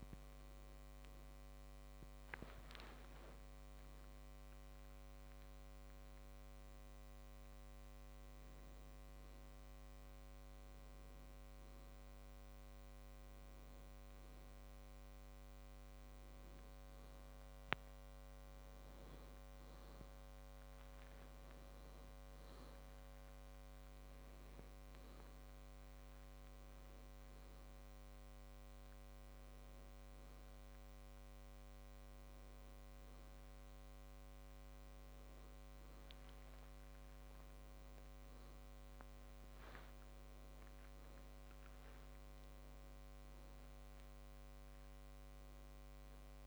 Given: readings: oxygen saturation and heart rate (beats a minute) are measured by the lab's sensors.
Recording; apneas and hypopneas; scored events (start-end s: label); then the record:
a person awake in a sleep study, hard to hear, by a microphone on the trachea; none
none scored
From the record:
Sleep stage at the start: awake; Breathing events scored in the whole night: 220 in 4.2 hours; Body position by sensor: on the back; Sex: male